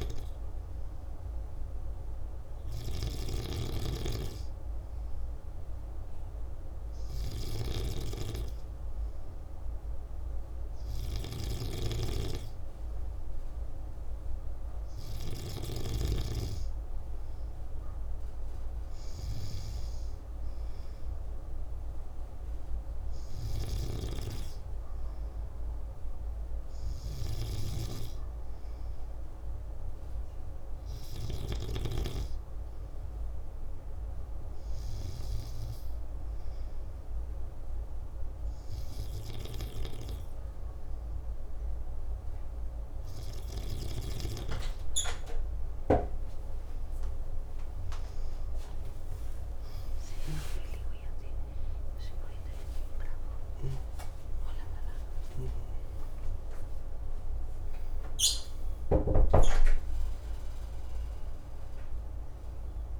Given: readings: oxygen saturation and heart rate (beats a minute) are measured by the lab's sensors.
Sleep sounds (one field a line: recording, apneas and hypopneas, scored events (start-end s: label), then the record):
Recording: a person partly awake in a sleep study, by a room microphone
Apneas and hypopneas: none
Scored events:
0.00-15.00 s: snoring (device-marked)
23.00-31.00 s: snoring (device-marked)
43.50-63.00 s: new sleep stage, awake
From the record:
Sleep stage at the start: N2 (light sleep)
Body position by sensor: on the back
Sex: male